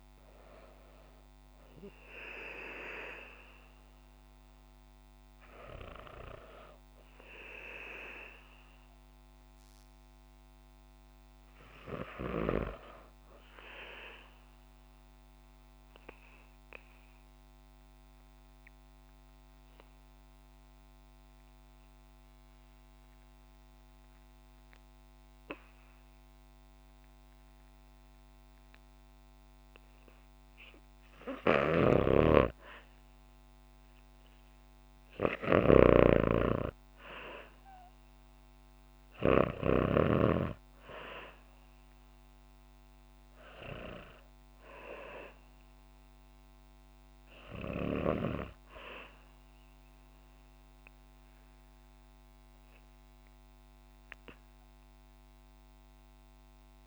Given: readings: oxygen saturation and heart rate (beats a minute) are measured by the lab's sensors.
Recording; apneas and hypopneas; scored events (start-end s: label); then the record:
breathing in sleep by a microphone on the trachea; 1
15.00-32.00 s: mixed apnea (oxygen 98% before, 90% lowest, heart rate 60 before, 55 extreme, up 5 after)
30.50-56.87 s: oxygen desaturation (device-marked, oxygen 98% before, 90% lowest, heart rate 56 before, 54 extreme)
31.00-40.00 s: snoring (device-marked)
34.00-38.50 s: arousal
From the record:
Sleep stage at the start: REM sleep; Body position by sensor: on the back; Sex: female